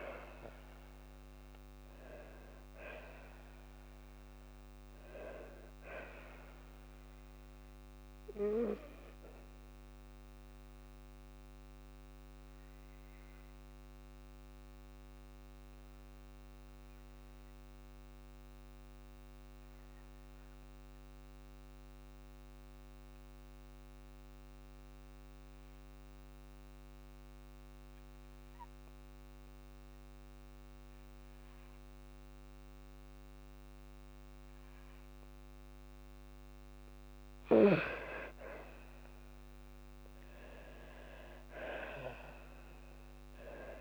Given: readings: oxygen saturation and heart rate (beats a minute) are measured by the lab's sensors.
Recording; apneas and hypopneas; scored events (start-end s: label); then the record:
breathing in sleep by a microphone on the trachea; 1
10.00-36.00 s: obstructive apnea (oxygen 98% before, 92% lowest, heart rate 58 before, 51 extreme, up 7 after)
18.50-33.50 s: oxygen desaturation (device-marked, oxygen 97% before, 92% lowest, heart rate 56 before, 51 extreme)
39.50-43.81 s: arousal
From the record:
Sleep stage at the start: N2 (light sleep); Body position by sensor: on the back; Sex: female